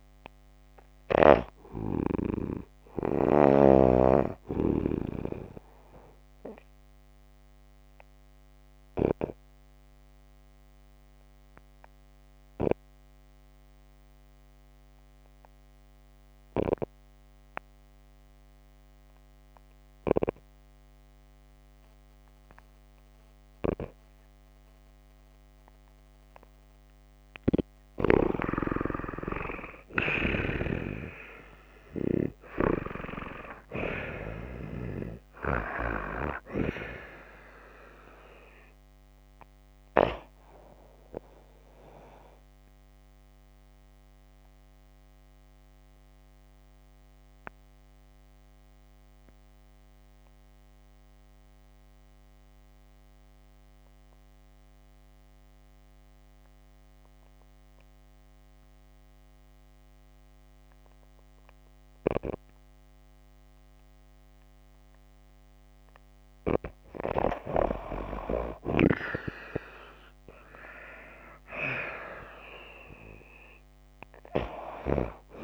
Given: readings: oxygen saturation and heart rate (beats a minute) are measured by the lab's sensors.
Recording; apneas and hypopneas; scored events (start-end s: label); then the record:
breathing in sleep by a microphone on the trachea; 2
0.00-1.00 s: snoring (device-marked)
0.00-3.50 s: oxygen desaturation (device-marked, oxygen 89% lowest)
7.00-26.50 s: obstructive apnea (oxygen 93% before, 88% lowest)
30.00-34.50 s: arousal
32.50-47.50 s: oxygen desaturation (device-marked, oxygen 94% before, 88% lowest)
42.50-64.50 s: obstructive apnea (oxygen 94% before, 87% lowest)
67.00-70.00 s: arousal
70.50-75.44 s: oxygen desaturation (device-marked, oxygen 92% before, 89% lowest)
From the record:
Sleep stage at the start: N2 (light sleep); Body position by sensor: on the back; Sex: female